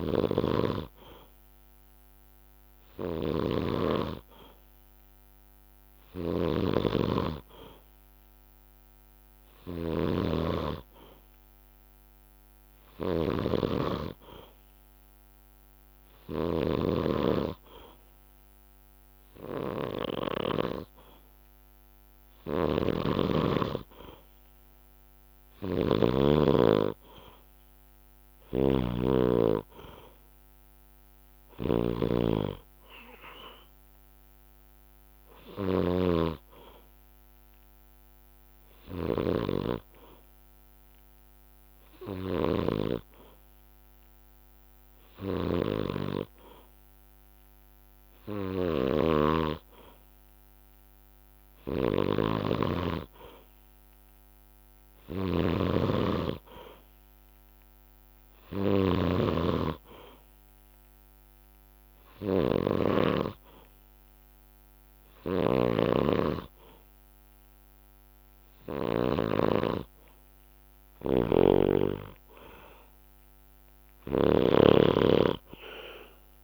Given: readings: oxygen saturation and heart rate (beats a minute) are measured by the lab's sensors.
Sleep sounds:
breathing in sleep by a microphone on the trachea; 1
0.00-39.00 s: snoring (device-marked)
31.50-33.50 s: long interval between heartbeats (device-marked, heart rate 69 before, 72 extreme)
36.00-38.00 s: long interval between heartbeats (device-marked, heart rate 71 before, 66 extreme)
48.00-59.00 s: snoring (device-marked)
58.50-69.50 s: hypopnea (oxygen 96% before, 92% lowest, heart rate 66 before, 64 extreme, up 7 after)
65.00-76.44 s: snoring (device-marked)
71.00-74.00 s: arousal
From the record:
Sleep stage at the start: N2 (light sleep); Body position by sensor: on the back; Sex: male

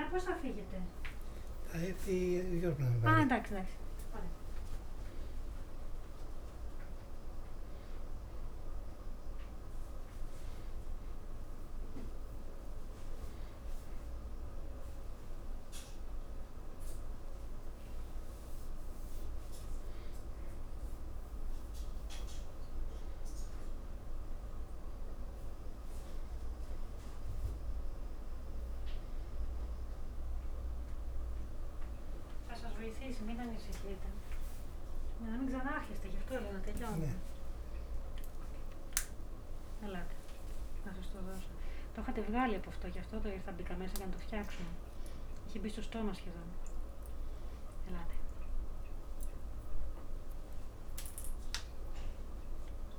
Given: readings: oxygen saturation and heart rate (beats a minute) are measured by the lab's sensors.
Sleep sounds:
a person awake in a sleep study, by a room microphone; none
none scored
From the record:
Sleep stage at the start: awake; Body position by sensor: on the back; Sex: male

